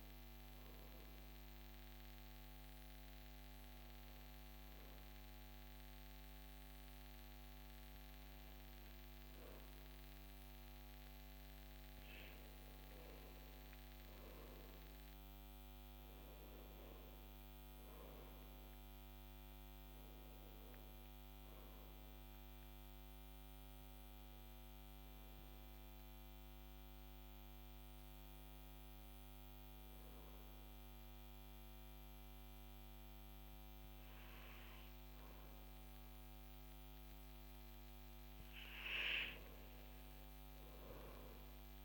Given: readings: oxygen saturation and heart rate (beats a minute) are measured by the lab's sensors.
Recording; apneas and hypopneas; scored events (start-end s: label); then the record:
breathing in sleep, hard to hear, by a microphone on the trachea; none
none scored
From the record:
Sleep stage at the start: N1 (lightest sleep); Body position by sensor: on the back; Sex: male